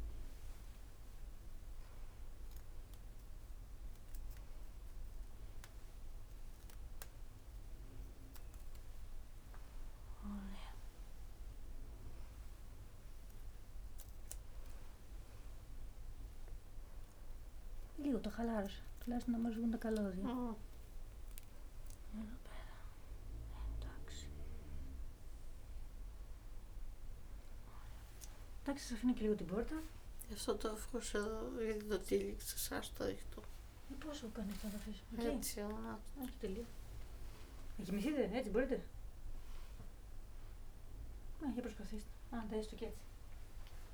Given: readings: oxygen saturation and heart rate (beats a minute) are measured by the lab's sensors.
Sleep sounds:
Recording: a person awake in a sleep study, by a room microphone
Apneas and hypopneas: none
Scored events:
none scored
From the record:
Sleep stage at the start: awake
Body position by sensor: on the back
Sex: female

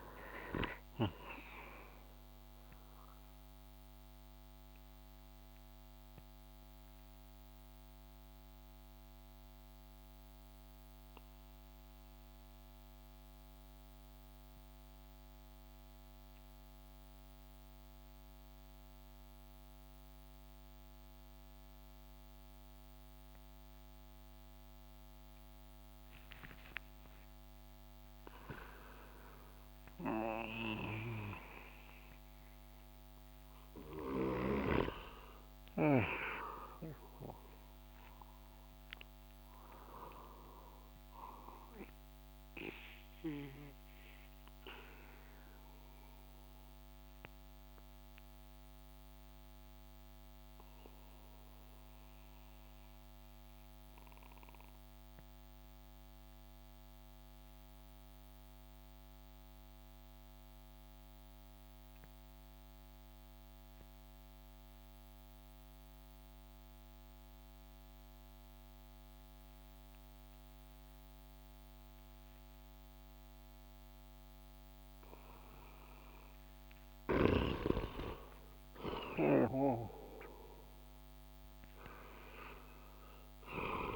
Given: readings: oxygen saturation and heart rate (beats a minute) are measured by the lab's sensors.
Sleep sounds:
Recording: breathing in sleep by a microphone on the trachea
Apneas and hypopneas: 2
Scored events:
0.00-5.00 s: oxygen desaturation (device-marked, oxygen 91% lowest)
4.00-27.50 s: mixed apnea (oxygen 97% before, 91% lowest)
30.50-36.00 s: arousal
43.00-76.00 s: obstructive apnea (oxygen 99% before, 92% lowest)
78.00-82.50 s: arousal
79.00-83.96 s: snoring (device-marked)
From the record:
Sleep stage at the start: N2 (light sleep)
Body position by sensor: on the back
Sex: male

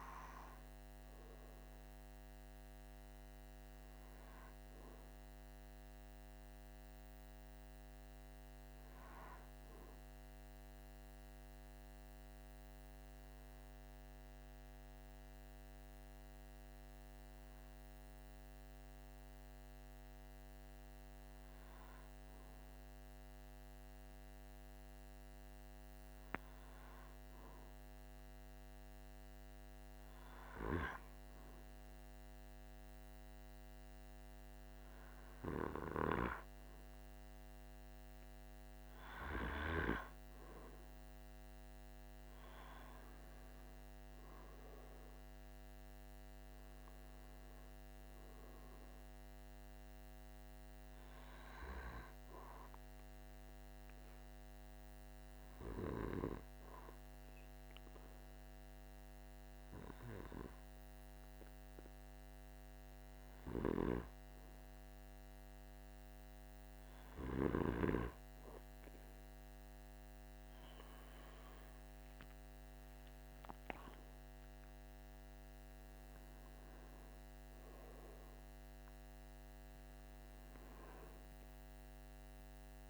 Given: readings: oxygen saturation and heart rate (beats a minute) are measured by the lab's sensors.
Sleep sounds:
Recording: breathing in sleep by a microphone on the trachea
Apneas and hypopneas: 2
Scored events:
12.50-30.00 s: hypopnea (oxygen 98% before, 95% lowest, heart rate 47 before, 45 extreme, up 1 after)
36.50-40.00 s: arousal
51.50-65.00 s: obstructive apnea (oxygen 97% before, 95% lowest, heart rate 47 before, 47 extreme, up 3 after)
67.50-71.00 s: arousal
From the record:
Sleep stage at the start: N2 (light sleep)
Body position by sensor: on the back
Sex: male

